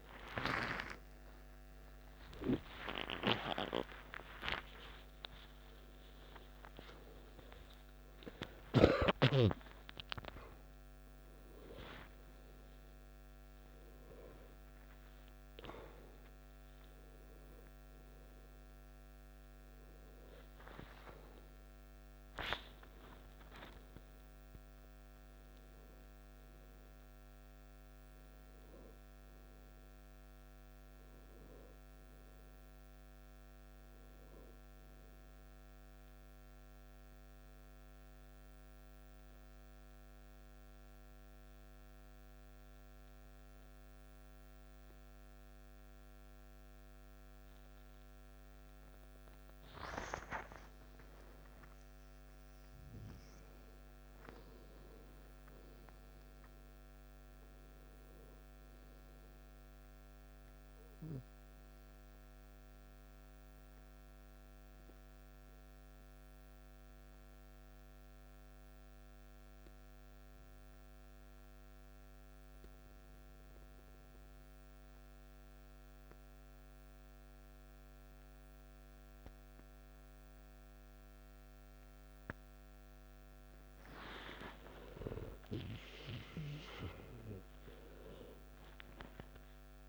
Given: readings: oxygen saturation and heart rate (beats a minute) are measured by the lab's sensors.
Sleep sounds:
a person partly awake in a sleep study, by a microphone on the trachea; 2
2.50-8.50 s: tachycardia (device-marked, heart rate 58 before, 107 extreme)
4.50-6.50 s: long interval between heartbeats (device-marked, heart rate 63 before, 97 extreme)
11.50-13.50 s: long interval between heartbeats (device-marked, heart rate 81 before, 84 extreme)
20.50-22.50 s: long interval between heartbeats (device-marked, heart rate 88 before, 80 extreme)
29.50-59.50 s: new sleep stage, N1 (lightest sleep)
38.50-50.00 s: central apnea (oxygen 98% before, 92% lowest, heart rate 71 before, 53 extreme, up 10 after)
50.50-55.00 s: arousal
55.50-75.50 s: oxygen desaturation (device-marked, oxygen 97% before, 94% lowest, heart rate 57 before, 53 extreme)
59.50-89.89 s: new sleep stage, N2 (light sleep)
66.50-83.50 s: obstructive apnea (oxygen 98% before, 91% lowest, heart rate 59 before, 53 extreme, up 14 after)
84.50-89.50 s: arousal
From the record:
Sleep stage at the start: awake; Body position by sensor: on the back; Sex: male

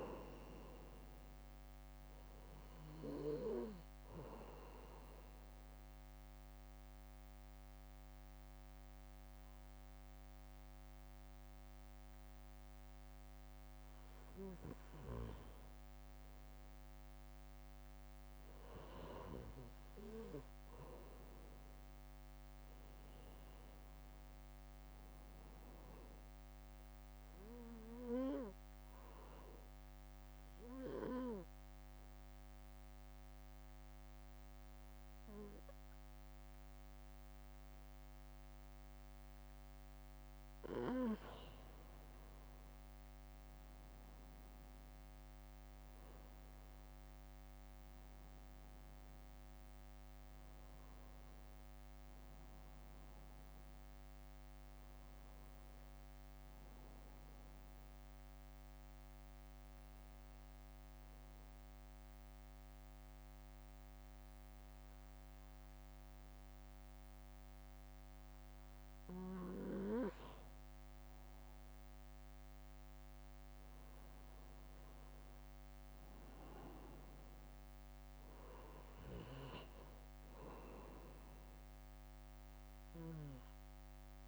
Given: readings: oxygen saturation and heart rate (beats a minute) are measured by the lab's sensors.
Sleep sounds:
breathing in sleep by a microphone on the trachea; 3
5.00-17.50 s: obstructive apnea (oxygen 95% before, 91% lowest, heart rate 61 before, 54 extreme, up 8 after)
20.00-24.50 s: arousal
30.00-41.50 s: mixed apnea (oxygen 95% before, 91% lowest, heart rate 59 before, 57 extreme, up 1 after)
44.00-50.00 s: arousal
47.00-62.00 s: drop in pulse transit time (device-marked, heart rate 63 before, 57 extreme)
59.50-72.50 s: mixed apnea (oxygen 95% before, 91% lowest, heart rate 61 before, 59 extreme, up 2 after)
75.00-78.50 s: arousal
From the record:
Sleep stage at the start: N2 (light sleep); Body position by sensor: on the back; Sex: male

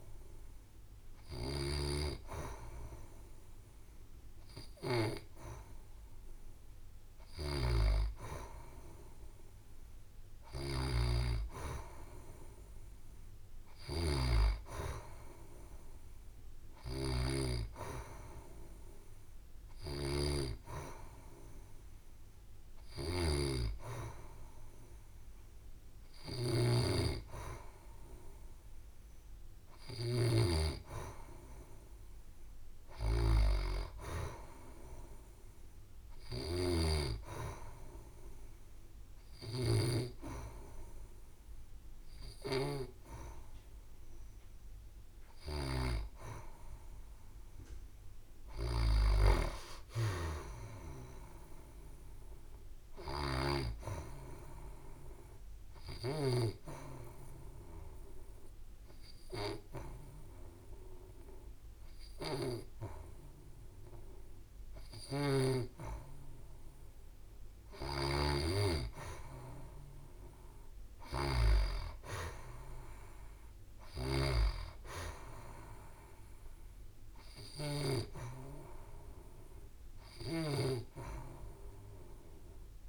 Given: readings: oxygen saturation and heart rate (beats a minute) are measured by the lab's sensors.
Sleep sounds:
breathing in sleep by a room microphone; 1
49.00-52.50 s: arousal
56.00-67.00 s: obstructive apnea (oxygen 93% before, 90% lowest, heart rate 71 before, 66 extreme, up 4 after)
69.00-72.00 s: arousal
80.00-82.89 s: oxygen desaturation (device-marked, oxygen 95% before, 90% lowest, heart rate 69 before, 68 extreme)
From the record:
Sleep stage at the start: N2 (light sleep); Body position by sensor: on the back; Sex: female

